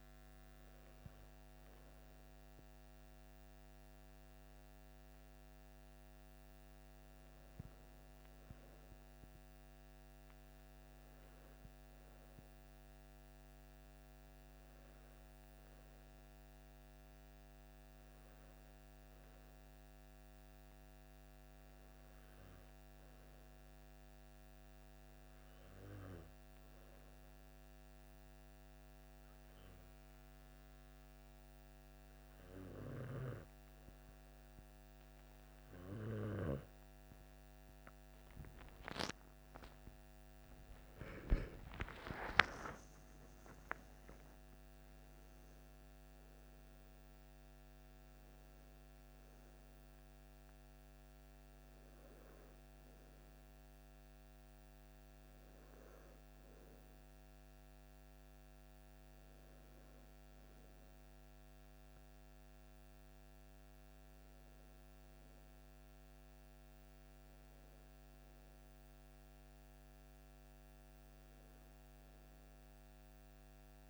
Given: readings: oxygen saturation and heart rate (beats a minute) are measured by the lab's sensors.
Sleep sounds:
breathing in sleep by a microphone on the trachea; 1
6.50-10.00 s: arousal
23.50-38.00 s: hypopnea (oxygen 98% before, 95% lowest, heart rate 54 before, 55 extreme, up 19 after)
42.50-49.50 s: arousal
44.00-46.00 s: long interval between heartbeats (device-marked, heart rate 57 before, 74 extreme)
From the record:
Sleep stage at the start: N2 (light sleep); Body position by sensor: on the back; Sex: male

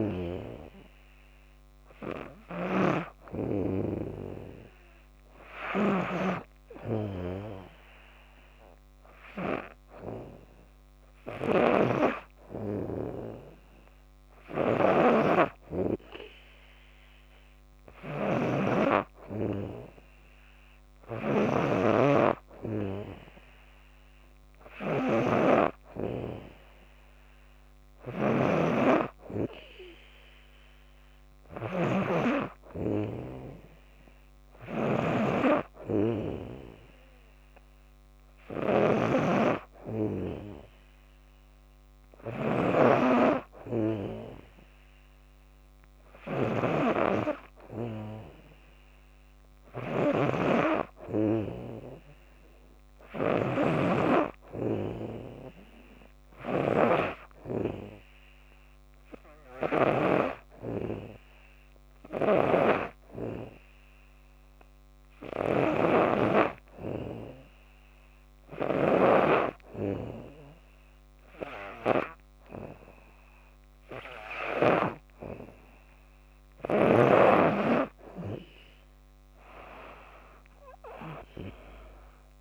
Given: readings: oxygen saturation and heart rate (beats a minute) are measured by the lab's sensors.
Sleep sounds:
breathing in sleep by a microphone on the trachea; 1
0.00-59.50 s: snoring (device-marked)
61.50-74.50 s: snoring (device-marked)
63.00-75.00 s: hypopnea (oxygen 97% before, 94% lowest, heart rate 82 before, 71 extreme, up 5 after)
79.00-82.41 s: arousal
From the record:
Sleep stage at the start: N2 (light sleep); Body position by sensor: on the back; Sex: female

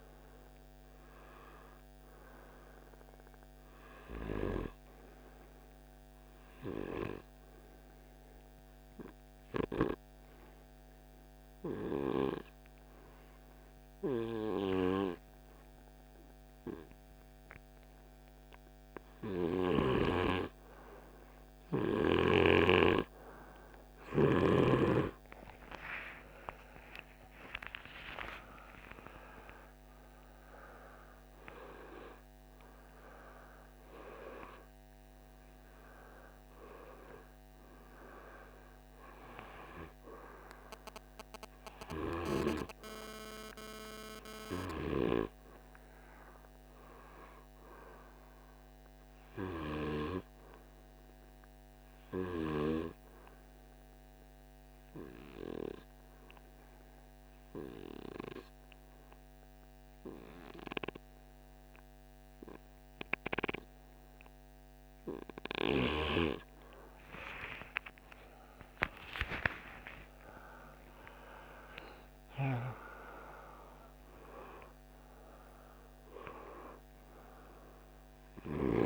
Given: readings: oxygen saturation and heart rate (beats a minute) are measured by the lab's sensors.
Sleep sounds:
breathing in sleep by a microphone on the trachea; 2
0.00-4.50 s: arousal
7.50-21.00 s: hypopnea (oxygen 98% before, 94% lowest, heart rate 51 before, 49 extreme, up 17 after)
19.00-24.00 s: snoring (device-marked)
25.00-30.50 s: arousal
35.00-36.00 s: oxygen desaturation (device-marked, oxygen 97% before, 96% lowest, heart rate 56 before, 49 extreme)
54.00-65.00 s: hypopnea (oxygen 98% before, 96% lowest, heart rate 52 before, 48 extreme, up 4 after)
66.50-72.00 s: arousal
From the record:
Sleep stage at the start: N2 (light sleep); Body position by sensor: on the right side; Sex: male

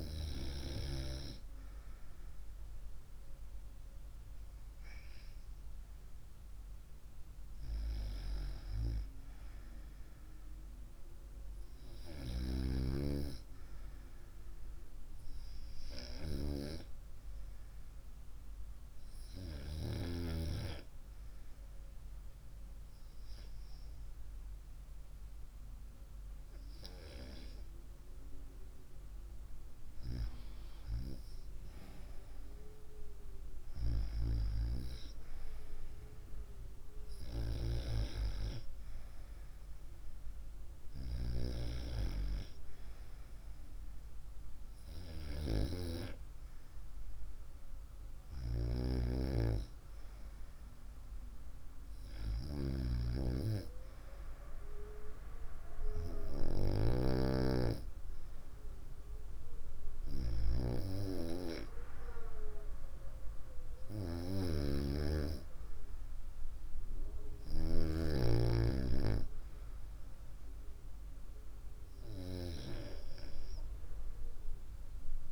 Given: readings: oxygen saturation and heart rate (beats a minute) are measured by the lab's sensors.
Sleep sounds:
breathing in sleep by a room microphone; none
none scored
From the record:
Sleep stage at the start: REM sleep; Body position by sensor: on the right side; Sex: female

